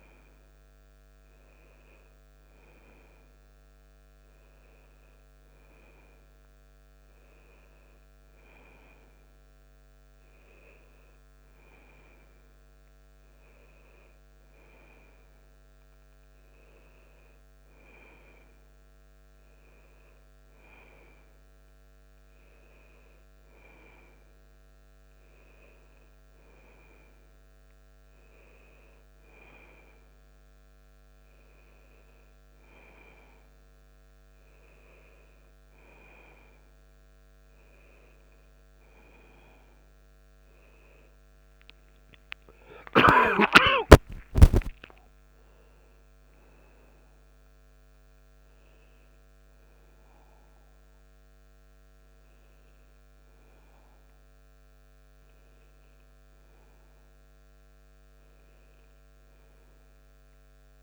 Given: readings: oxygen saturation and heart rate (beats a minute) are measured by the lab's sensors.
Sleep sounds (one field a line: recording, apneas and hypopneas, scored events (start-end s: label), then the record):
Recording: a person awake in a sleep study, by a microphone on the trachea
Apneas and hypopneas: none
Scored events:
none scored
From the record:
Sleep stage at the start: awake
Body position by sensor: on the back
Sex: male